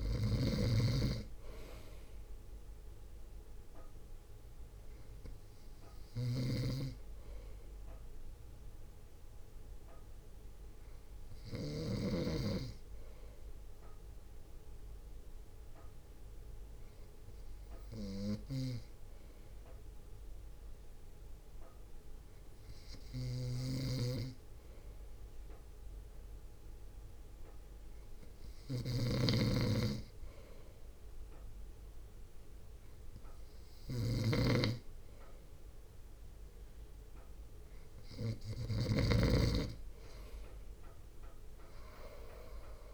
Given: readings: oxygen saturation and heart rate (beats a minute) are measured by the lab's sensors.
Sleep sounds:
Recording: breathing in sleep by a room microphone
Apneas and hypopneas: 1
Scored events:
0.00-12.00 s: snoring (device-marked)
13.00-29.50 s: hypopnea (oxygen 96% before, 94% lowest, heart rate 57 before, 52 extreme, up 1 after)
18.50-39.00 s: snoring (device-marked)
33.00-37.00 s: arousal
41.50-42.94 s: drop in pulse transit time (device-marked, heart rate 57 before, 52 extreme)
From the record:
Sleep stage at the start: N2 (light sleep)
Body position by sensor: on the front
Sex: male

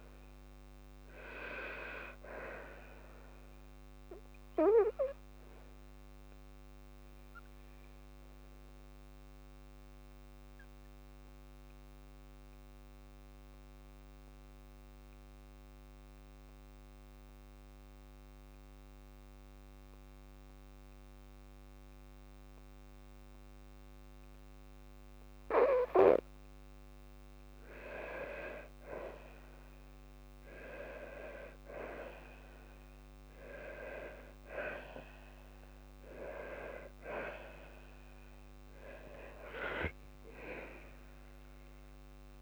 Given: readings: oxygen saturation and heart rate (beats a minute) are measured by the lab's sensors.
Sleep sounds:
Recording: breathing in sleep by a microphone on the trachea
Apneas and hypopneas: 1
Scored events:
0.00-7.50 s: oxygen desaturation (device-marked, oxygen 93% lowest, heart rate 53 extreme)
8.50-25.50 s: obstructive apnea (oxygen 98% before, 94% lowest, heart rate 56 before, 53 extreme, up 13 after)
24.50-41.50 s: oxygen desaturation (device-marked, oxygen 98% before, 94% lowest, heart rate 55 before, 52 extreme)
37.00-41.00 s: arousal
41.00-42.42 s: long interval between heartbeats (device-marked, heart rate 61 before, 87 extreme)
From the record:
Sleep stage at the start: N2 (light sleep)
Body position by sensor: on the left side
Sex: female

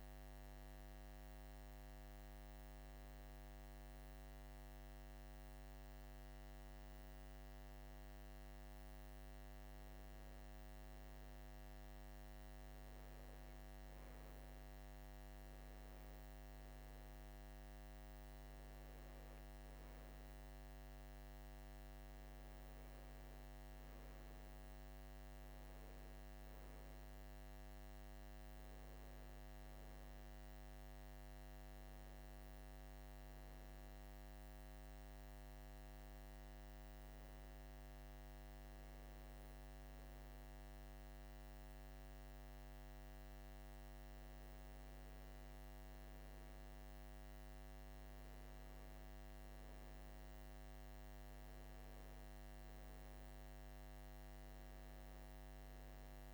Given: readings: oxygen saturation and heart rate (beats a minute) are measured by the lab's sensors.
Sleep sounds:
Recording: breathing in sleep, hard to hear, by a microphone on the trachea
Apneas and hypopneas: none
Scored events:
none scored
From the record:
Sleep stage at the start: N2 (light sleep)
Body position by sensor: on the right side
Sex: male

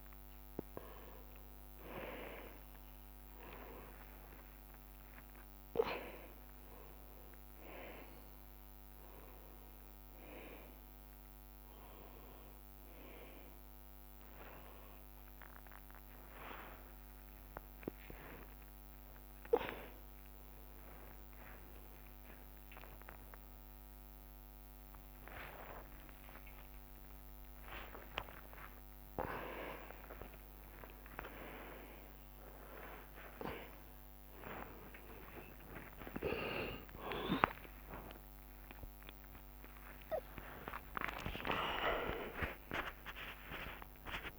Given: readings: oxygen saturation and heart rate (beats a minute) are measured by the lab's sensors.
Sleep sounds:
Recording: a person awake in a sleep study, by a microphone on the trachea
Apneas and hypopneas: none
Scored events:
0.00-1.00 s: long interval between heartbeats (device-marked, heart rate 74 extreme)
0.00-2.50 s: drop in pulse transit time (device-marked, heart rate 73 extreme)
1.00-3.00 s: long interval between heartbeats (device-marked, heart rate 56 before, 73 extreme)
5.50-14.50 s: drop in pulse transit time (device-marked)
7.50-15.50 s: bradycardia (device-marked)
11.00-13.00 s: long interval between heartbeats (device-marked)
19.00-21.00 s: long interval between heartbeats (device-marked, heart rate 53 before, 67 extreme)
21.00-23.00 s: long interval between heartbeats (device-marked, heart rate 53 before, 82 extreme)
23.00-25.00 s: long interval between heartbeats (device-marked, heart rate 53 before, 86 extreme)
23.50-27.50 s: tachycardia (device-marked, heart rate 79 before, 109 extreme)
26.00-28.00 s: long interval between heartbeats (device-marked, heart rate 57 before, 98 extreme)
26.00-32.00 s: leg movement (device-marked)
26.50-27.50 s: drop in pulse transit time (device-marked, heart rate 58 before, 109 extreme)
29.50-32.50 s: drop in pulse transit time (device-marked, heart rate 64 before, 85 extreme)
31.00-33.00 s: long interval between heartbeats (device-marked, heart rate 66 before, 85 extreme)
34.50-42.00 s: leg movement (device-marked)
35.50-37.50 s: long interval between heartbeats (device-marked, heart rate 82 before, 66 extreme)
38.00-40.00 s: long interval between heartbeats (device-marked, heart rate 86 before, 79 extreme)
38.50 s: drop in pulse transit time (device-marked)
38.50-44.39 s: tachycardia (device-marked, heart rate 79 before, 159 extreme)
40.00-42.00 s: long interval between heartbeats (device-marked, heart rate 88 before, 92 extreme)
42.00-44.00 s: long interval between heartbeats (device-marked, heart rate 90 before, 113 extreme)
43.00-44.00 s: leg movement (device-marked)
From the record:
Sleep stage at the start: awake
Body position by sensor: upright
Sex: male

